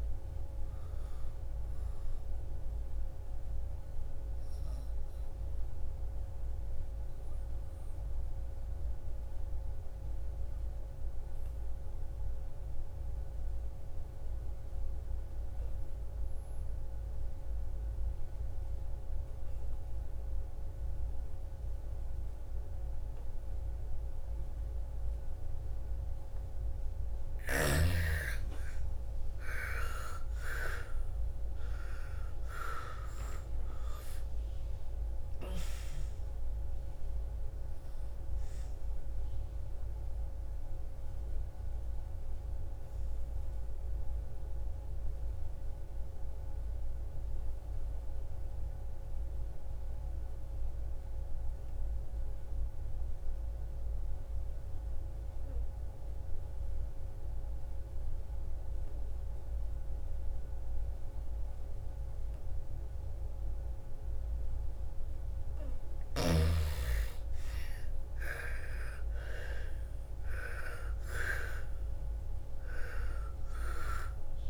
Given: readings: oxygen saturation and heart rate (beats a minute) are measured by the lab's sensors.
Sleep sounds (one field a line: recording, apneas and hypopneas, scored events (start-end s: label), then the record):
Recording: breathing in sleep by a room microphone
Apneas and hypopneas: 2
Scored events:
0.00-7.00 s: oxygen desaturation (device-marked, oxygen 81% lowest, heart rate 56 extreme)
2.50-25.50 s: obstructive apnea (oxygen 99% before, 78% lowest, heart rate 64 before, 56 extreme, up 14 after)
24.00-50.00 s: oxygen desaturation (device-marked, oxygen 99% before, 81% lowest, heart rate 59 before, 56 extreme)
30.50-36.00 s: arousal
39.50-65.00 s: obstructive apnea (oxygen 99% before, 78% lowest, heart rate 64 before, 56 extreme, up 13 after)
62.00-74.50 s: oxygen desaturation (device-marked, oxygen 99% before, 78% lowest, heart rate 57 before, 55 extreme)
67.00-71.50 s: arousal
From the record:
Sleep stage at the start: N2 (light sleep)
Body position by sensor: on the back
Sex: female